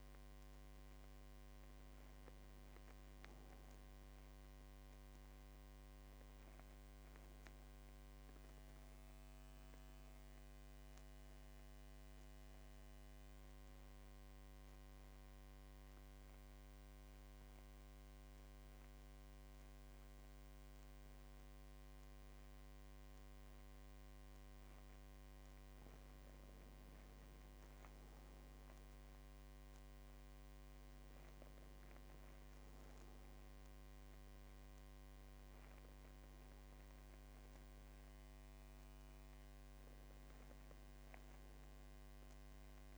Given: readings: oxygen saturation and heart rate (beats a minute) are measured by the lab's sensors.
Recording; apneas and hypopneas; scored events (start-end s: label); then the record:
breathing in sleep, hard to hear, by a microphone on the trachea; 1
0.00-3.50 s: oxygen desaturation (device-marked, oxygen 90% lowest, heart rate 48 extreme)
3.50-6.50 s: arousal
8.00-23.00 s: mixed apnea (oxygen 99% before, 94% lowest, heart rate 56 before, 48 extreme, up 7 after)
26.00-30.00 s: arousal
27.50-42.98 s: oxygen desaturation (device-marked, oxygen 99% before, 94% lowest, heart rate 50 before, 49 extreme)
From the record:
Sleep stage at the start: N2 (light sleep); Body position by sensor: on the back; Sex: male